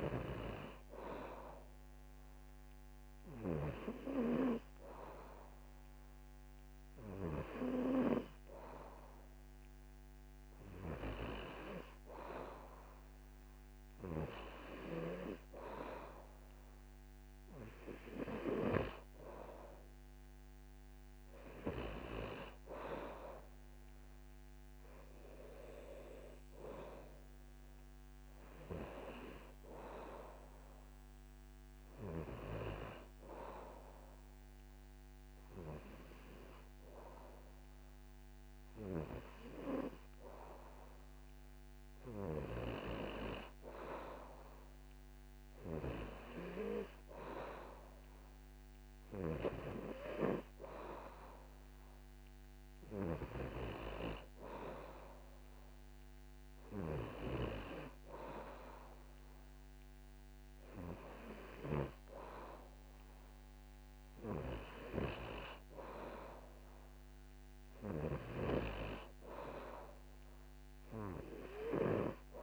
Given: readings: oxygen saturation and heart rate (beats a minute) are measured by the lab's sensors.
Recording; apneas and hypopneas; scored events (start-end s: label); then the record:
breathing in sleep by a microphone on the trachea; none
22.50-30.50 s: oxygen desaturation (device-marked, oxygen 95% before, 92% lowest, heart rate 79 before, 74 extreme)
52.50-63.50 s: oxygen desaturation (device-marked, oxygen 97% before, 93% lowest, heart rate 79 before, 78 extreme)
From the record:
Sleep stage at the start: N2 (light sleep); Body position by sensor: on the back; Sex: male